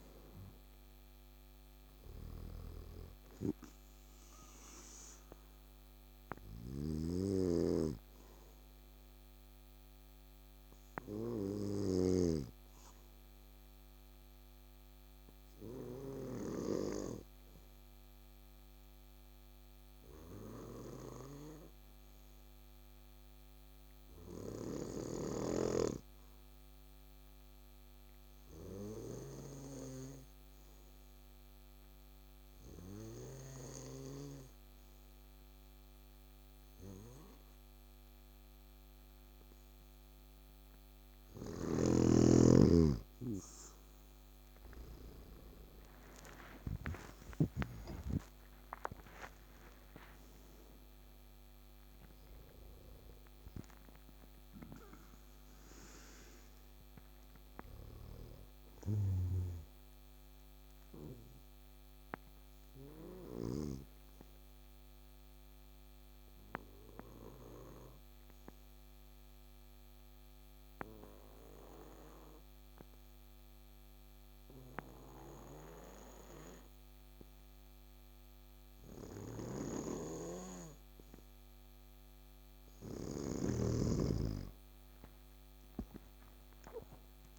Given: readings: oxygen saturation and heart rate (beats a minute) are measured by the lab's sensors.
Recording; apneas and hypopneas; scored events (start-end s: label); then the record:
breathing in sleep by a microphone on the trachea; 2
2.00-12.00 s: snoring (device-marked)
13.50-41.00 s: obstructive apnea (oxygen 93% before, 89% lowest, heart rate 74 before, 65 extreme, up 11 after)
33.50-74.50 s: oxygen desaturation (device-marked, oxygen 99% before, 89% lowest, heart rate 68 before, 65 extreme)
41.00-47.50 s: snoring (device-marked)
45.50-48.50 s: arousal
62.50-82.50 s: obstructive apnea (oxygen 96% before, 89% lowest, heart rate 74 before, 65 extreme, up 16 after)
84.50-87.39 s: oxygen desaturation (device-marked, oxygen 99% before, 90% lowest, heart rate 67 before, 69 extreme)
85.50-87.39 s: arousal
From the record:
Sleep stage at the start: N2 (light sleep); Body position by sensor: on the back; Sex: male